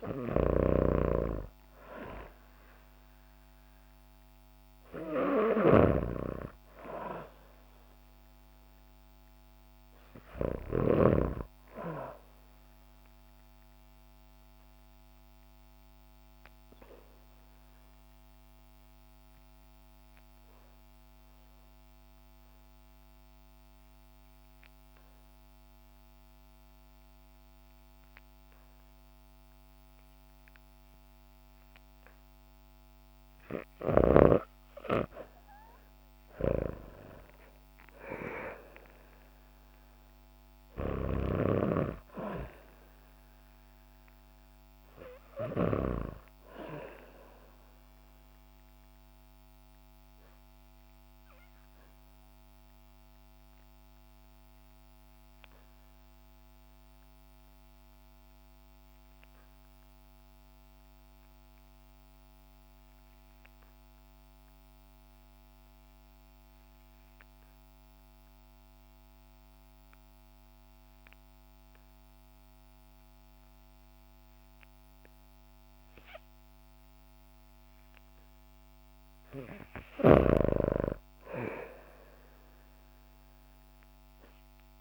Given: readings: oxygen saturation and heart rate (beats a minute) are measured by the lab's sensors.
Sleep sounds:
breathing in sleep by a microphone on the trachea; 2
0.00-8.00 s: oxygen desaturation (device-marked, oxygen 81% lowest, heart rate 63 extreme)
0.00-11.00 s: snoring (device-marked)
13.50-32.50 s: obstructive apnea (oxygen 96% before, 79% lowest, heart rate 75 before, 61 extreme, up 7 after)
31.00-61.00 s: oxygen desaturation (device-marked, oxygen 97% before, 81% lowest, heart rate 70 before, 54 extreme)
35.50-38.50 s: arousal
48.00-77.00 s: obstructive apnea (oxygen 97% before, 75% lowest, heart rate 65 before, 54 extreme, up 10 after)
70.00-84.81 s: oxygen desaturation (device-marked, oxygen 98% before, 78% lowest, heart rate 64 before, 54 extreme)
79.50-82.50 s: arousal
From the record:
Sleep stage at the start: REM sleep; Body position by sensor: on the back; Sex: female

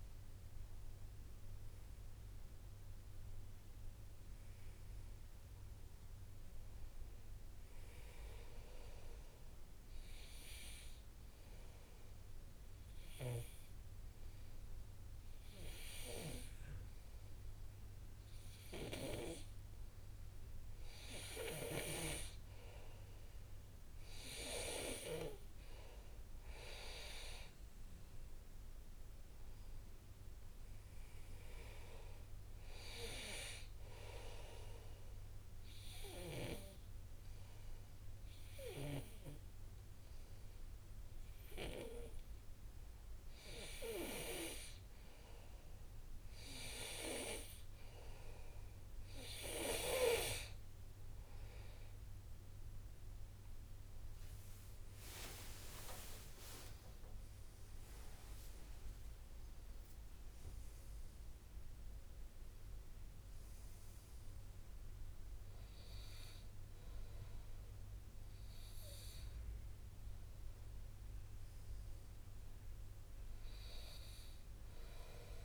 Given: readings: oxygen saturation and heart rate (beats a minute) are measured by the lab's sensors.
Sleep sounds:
breathing in sleep by a room microphone; 2
2.00-17.00 s: oxygen desaturation (device-marked, oxygen 98% before, 93% lowest, heart rate 63 before, 63 extreme)
10.50-23.00 s: obstructive apnea (oxygen 99% before, 93% lowest, heart rate 64 before, 63 extreme, up 0 after)
28.00-46.00 s: oxygen desaturation (device-marked, oxygen 98% before, 95% lowest, heart rate 66 before, 62 extreme)
28.50-32.50 s: arousal
35.50-47.00 s: obstructive apnea (oxygen 98% before, 92% lowest, heart rate 66 before, 62 extreme, up 3 after)
52.00-57.00 s: arousal
52.00-73.00 s: oxygen desaturation (device-marked, oxygen 98% before, 94% lowest, heart rate 65 before, 61 extreme)
55.50-57.50 s: long interval between heartbeats (device-marked, heart rate 65 before, 74 extreme)
From the record:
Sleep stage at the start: N2 (light sleep); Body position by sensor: on the back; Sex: male

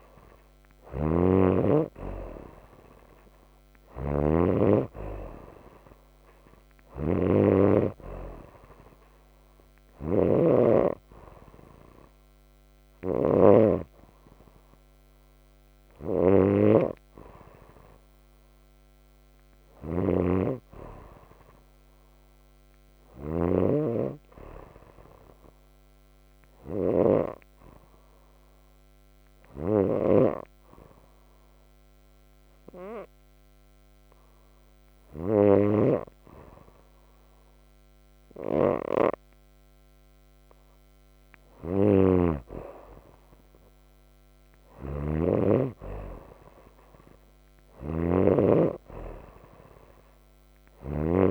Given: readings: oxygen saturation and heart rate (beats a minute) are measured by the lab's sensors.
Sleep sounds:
breathing in sleep by a microphone on the trachea; 1
0.00-35.50 s: snoring (device-marked)
19.00-22.00 s: arousal
27.00-39.00 s: hypopnea (oxygen 96% before, 92% lowest)
41.00-44.50 s: arousal
41.50-51.31 s: snoring (device-marked)
From the record:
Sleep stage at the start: N2 (light sleep); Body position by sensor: on the right side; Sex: female

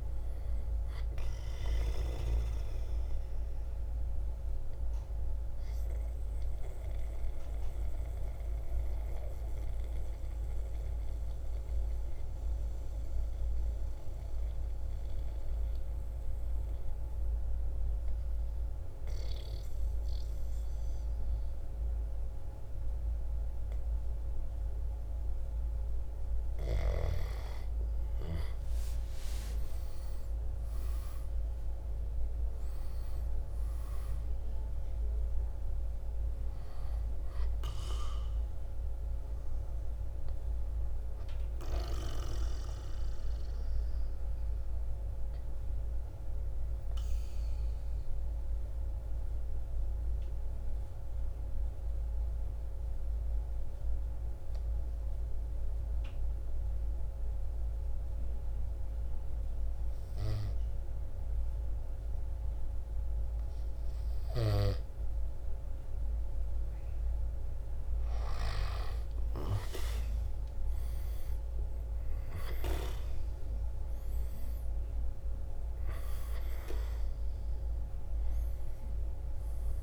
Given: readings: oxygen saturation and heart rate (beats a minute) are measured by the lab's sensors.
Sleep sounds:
breathing in sleep by a room microphone; 2
0.00-7.00 s: drop in pulse transit time (device-marked, heart rate 54 extreme)
0.00-24.00 s: oxygen desaturation (device-marked, oxygen 88% lowest, heart rate 49 extreme)
5.50-25.50 s: obstructive apnea (oxygen 98% before, 88% lowest, heart rate 58 before, 49 extreme, up 6 after)
28.00-34.00 s: arousal
37.00-58.00 s: oxygen desaturation (device-marked, oxygen 97% before, 88% lowest, heart rate 56 before, 52 extreme)
43.00-65.50 s: obstructive apnea (oxygen 98% before, 87% lowest, heart rate 56 before, 51 extreme, up 6 after)
68.00-71.50 s: arousal
70.00-79.83 s: drop in pulse transit time (device-marked, heart rate 54 before, 55 extreme)
72.00-79.83 s: oxygen desaturation (device-marked, oxygen 97% before, 87% lowest, heart rate 54 before, 51 extreme)
From the record:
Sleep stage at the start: N2 (light sleep); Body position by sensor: on the back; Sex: male

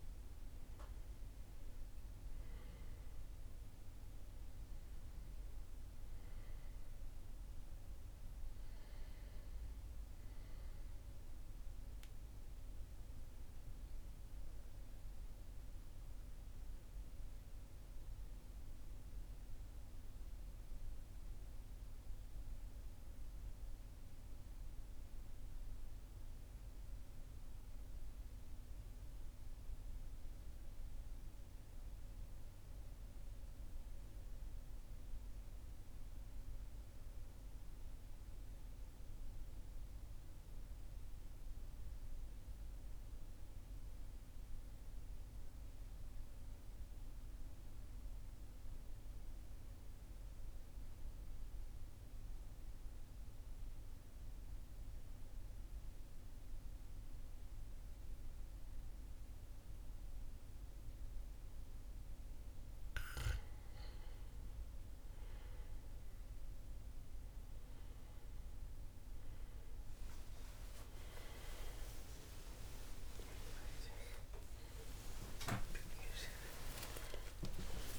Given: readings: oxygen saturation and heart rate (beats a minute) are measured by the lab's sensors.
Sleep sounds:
breathing in sleep by a room microphone; 1
0.00-32.00 s: oxygen desaturation (device-marked, oxygen 90% lowest, heart rate 38 extreme)
15.00-63.00 s: mixed apnea (oxygen 96% before, 90% lowest, heart rate 44 before, 38 extreme, up 12 after)
51.00-73.00 s: oxygen desaturation (device-marked, oxygen 100% before, 96% lowest, heart rate 39 before, 39 extreme)
77.00-77.99 s: new sleep stage, awake
From the record:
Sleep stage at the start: N2 (light sleep); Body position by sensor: on the back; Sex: male

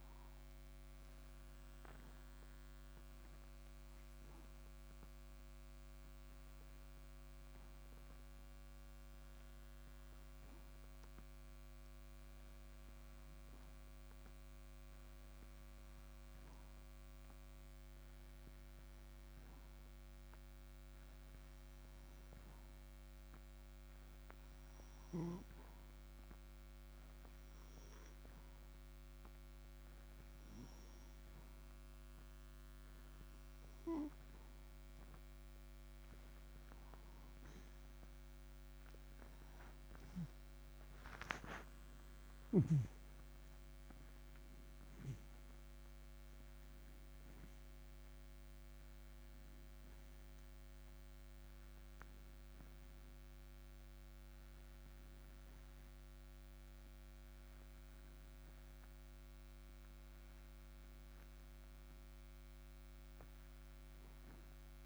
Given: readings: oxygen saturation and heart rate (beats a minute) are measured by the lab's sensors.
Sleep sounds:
breathing in sleep, hard to hear, by a microphone on the trachea; 1
6.00-35.50 s: obstructive apnea (oxygen 98% before, 89% lowest)
12.50-33.50 s: oxygen desaturation (device-marked, oxygen 96% before, 91% lowest)
39.00-44.00 s: arousal
47.50-64.86 s: oxygen desaturation (device-marked, oxygen 97% before, 89% lowest)
From the record:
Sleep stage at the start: N2 (light sleep); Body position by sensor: on the right side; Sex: male

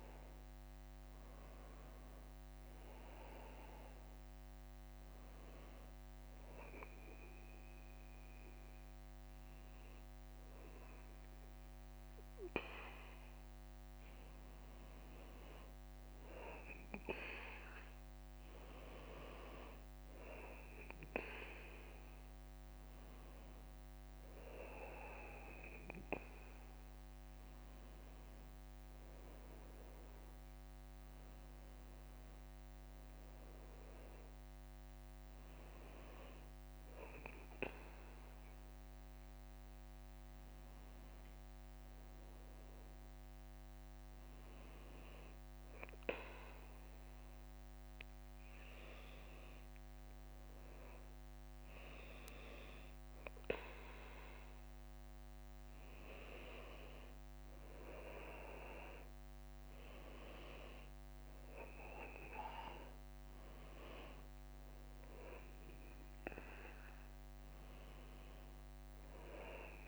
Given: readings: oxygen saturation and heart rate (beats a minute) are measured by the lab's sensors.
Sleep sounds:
breathing in sleep by a microphone on the trachea; 1
5.00-15.00 s: obstructive apnea (oxygen 96% before, 94% lowest, heart rate 63 before, 61 extreme, up 3 after)
17.50-21.50 s: arousal
63.50-69.88 s: leg movement (device-marked)
66.00-69.00 s: arousal
From the record:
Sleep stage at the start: N2 (light sleep); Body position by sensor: on the back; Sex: male

